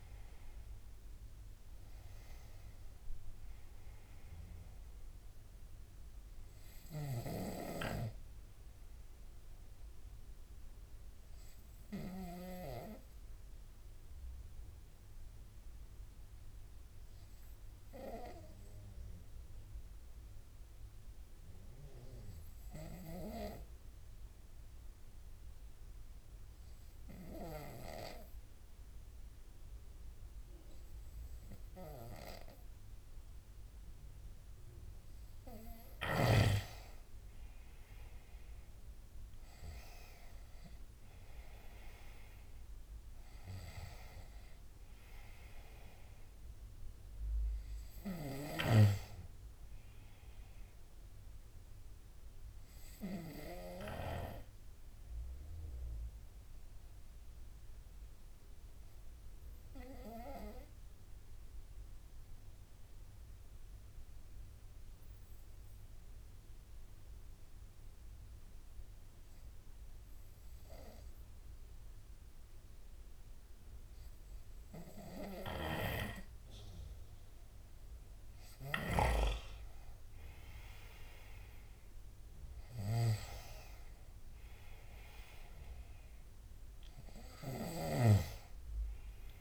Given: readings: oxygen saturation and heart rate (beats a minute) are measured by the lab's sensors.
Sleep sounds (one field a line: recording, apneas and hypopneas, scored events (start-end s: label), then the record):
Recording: breathing in sleep by a room microphone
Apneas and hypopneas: 2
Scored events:
0.00-10.50 s: oxygen desaturation (device-marked, oxygen 93% lowest, heart rate 72 extreme)
11.00-34.00 s: obstructive apnea (oxygen 98% before, 93% lowest, heart rate 78 before, 69 extreme, up 5 after)
36.00-39.50 s: arousal
38.50-55.50 s: oxygen desaturation (device-marked, oxygen 98% before, 93% lowest, heart rate 76 before, 65 extreme)
53.00-75.50 s: obstructive apnea (oxygen 98% before, 93% lowest, heart rate 77 before, 65 extreme, up 8 after)
77.50-82.00 s: arousal
84.50-89.41 s: oxygen desaturation (device-marked, oxygen 98% before, 93% lowest, heart rate 72 before, 79 extreme)
From the record:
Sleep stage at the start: N2 (light sleep)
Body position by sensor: on the right side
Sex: male